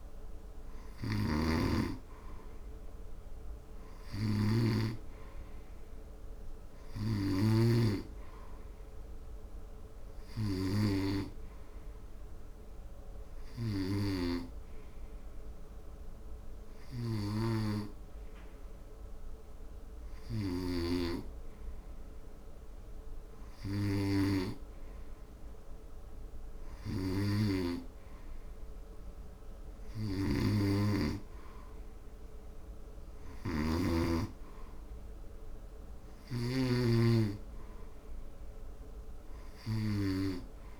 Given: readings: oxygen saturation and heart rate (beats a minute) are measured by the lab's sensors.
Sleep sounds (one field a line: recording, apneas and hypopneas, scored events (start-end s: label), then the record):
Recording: breathing in sleep by a room microphone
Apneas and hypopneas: 1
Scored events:
0.00-6.00 s: oxygen desaturation (device-marked, oxygen 90% lowest, heart rate 73 extreme)
10.50-22.50 s: hypopnea (oxygen 96% before, 91% lowest, heart rate 73 before, 73 extreme, up 2 after)
25.00-28.50 s: arousal
From the record:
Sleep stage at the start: N2 (light sleep)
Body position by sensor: on the front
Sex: male